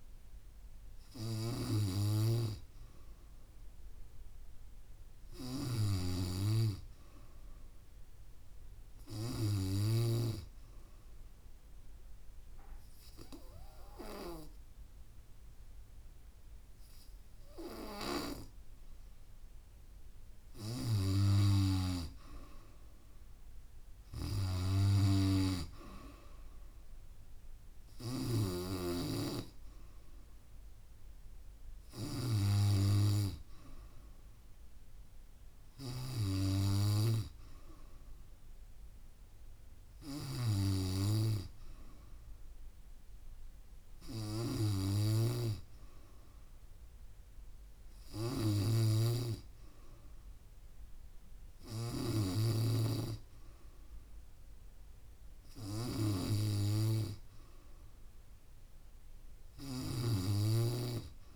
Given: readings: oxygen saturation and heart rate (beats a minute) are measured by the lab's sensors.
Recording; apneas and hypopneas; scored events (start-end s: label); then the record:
breathing in sleep by a room microphone; 1
11.00-21.00 s: obstructive apnea (oxygen 95% before, 92% lowest, heart rate 70 before, 66 extreme, up 1 after)
23.00-26.00 s: arousal
27.00-30.00 s: arousal
27.50-41.50 s: oxygen desaturation (device-marked, oxygen 95% before, 92% lowest, heart rate 70 before, 69 extreme)
57.00-60.00 s: arousal
From the record:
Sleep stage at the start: N3 (deep sleep); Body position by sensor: on the back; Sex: female